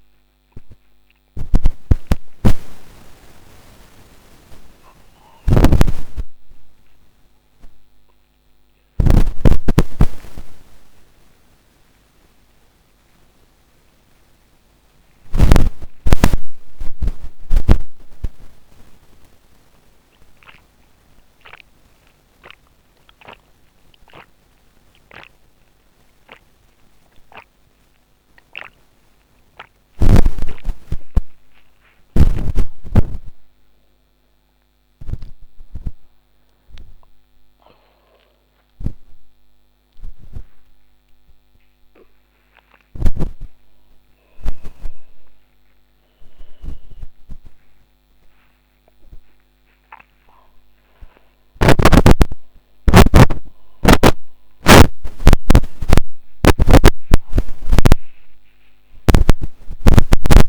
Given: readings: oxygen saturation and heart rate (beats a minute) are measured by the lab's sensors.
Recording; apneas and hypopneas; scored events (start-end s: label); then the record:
a person awake in a sleep study, by a microphone on the trachea; none
none scored
From the record:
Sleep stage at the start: awake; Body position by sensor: upright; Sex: male